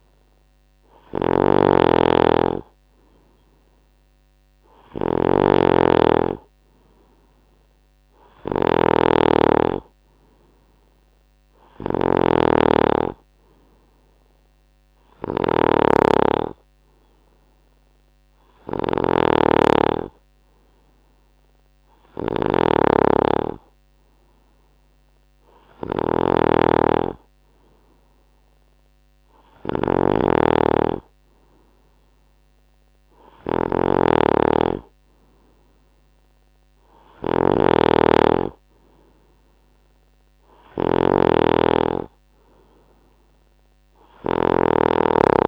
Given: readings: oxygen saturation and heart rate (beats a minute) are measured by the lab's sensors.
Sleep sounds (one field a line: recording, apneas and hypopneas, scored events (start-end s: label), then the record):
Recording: breathing in sleep by a microphone on the trachea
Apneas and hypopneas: none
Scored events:
0.00-45.48 s: snoring (device-marked)
From the record:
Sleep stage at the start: N2 (light sleep)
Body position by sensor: on the right side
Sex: male